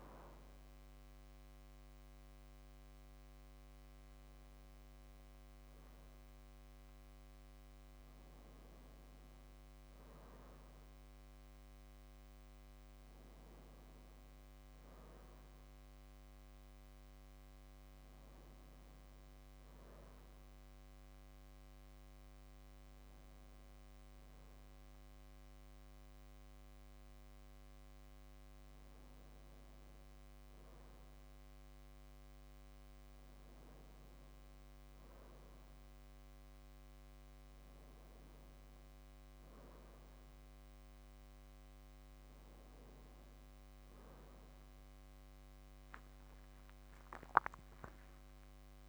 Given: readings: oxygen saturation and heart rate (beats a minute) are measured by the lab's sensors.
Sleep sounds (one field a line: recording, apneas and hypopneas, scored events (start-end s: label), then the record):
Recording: breathing in sleep, hard to hear, by a microphone on the trachea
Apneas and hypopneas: none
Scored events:
45.50-48.89 s: arousal
From the record:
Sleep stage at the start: N2 (light sleep)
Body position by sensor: on the back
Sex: male